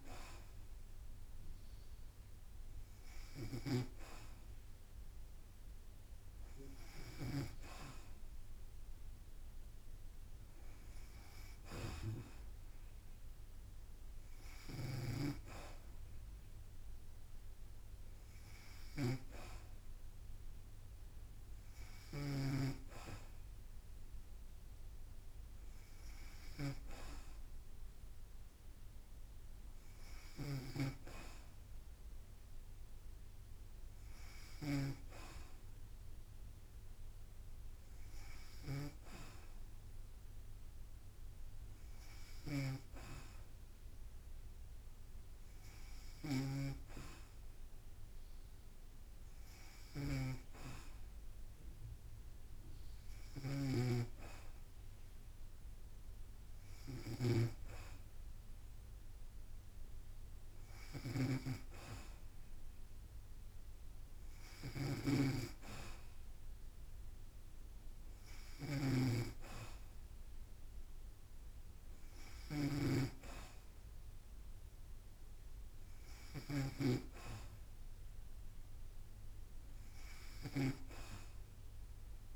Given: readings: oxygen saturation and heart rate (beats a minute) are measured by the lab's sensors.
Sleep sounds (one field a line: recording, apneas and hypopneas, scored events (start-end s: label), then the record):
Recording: breathing in sleep by a room microphone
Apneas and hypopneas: none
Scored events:
0.00-7.50 s: snoring (device-marked)
22.00-82.36 s: snoring (device-marked)
From the record:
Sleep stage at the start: N2 (light sleep)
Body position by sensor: on the back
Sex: female